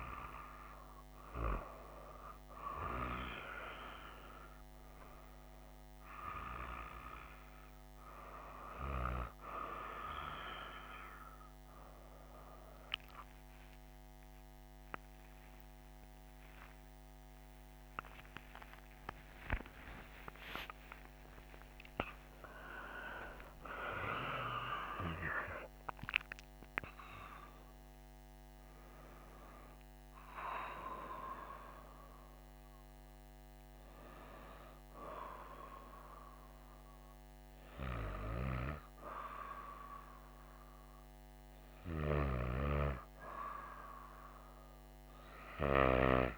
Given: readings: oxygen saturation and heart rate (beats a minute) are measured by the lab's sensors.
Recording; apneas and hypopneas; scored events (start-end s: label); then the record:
breathing in sleep by a microphone on the trachea; none
0.00-11.50 s: oxygen desaturation (device-marked, oxygen 92% lowest, heart rate 57 extreme)
13.50-20.00 s: arousal
19.50-46.38 s: new sleep stage, N1 (lightest sleep)
From the record:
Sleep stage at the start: N2 (light sleep); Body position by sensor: on the right side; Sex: female